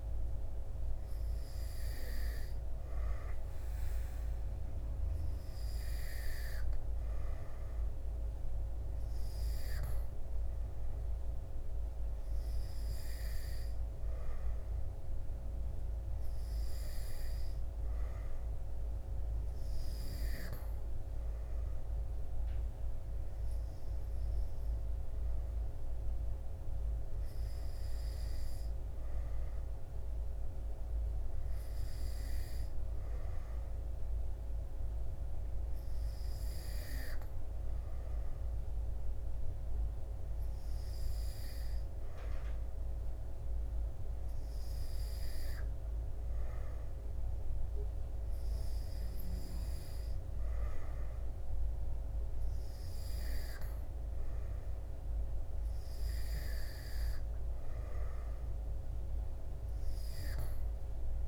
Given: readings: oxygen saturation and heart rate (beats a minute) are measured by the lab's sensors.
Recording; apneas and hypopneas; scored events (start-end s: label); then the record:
breathing in sleep, hard to hear, by a room microphone; none
none scored
From the record:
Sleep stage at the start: N3 (deep sleep); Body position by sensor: on the back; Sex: male